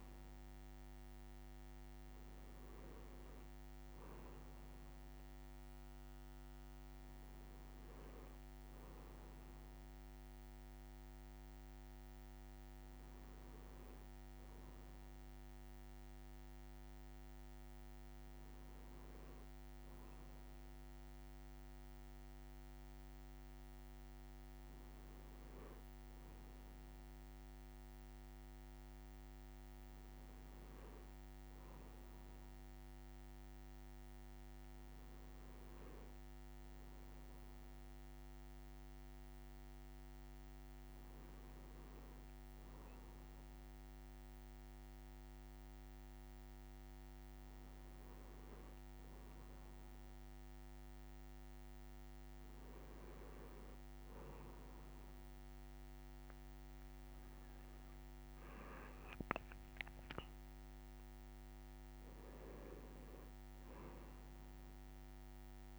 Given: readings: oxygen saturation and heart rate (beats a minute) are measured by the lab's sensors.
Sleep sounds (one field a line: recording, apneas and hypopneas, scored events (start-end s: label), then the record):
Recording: a person awake in a sleep study, hard to hear, by a microphone on the trachea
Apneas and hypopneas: none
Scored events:
none scored
From the record:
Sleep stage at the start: awake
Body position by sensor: on the right side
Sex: male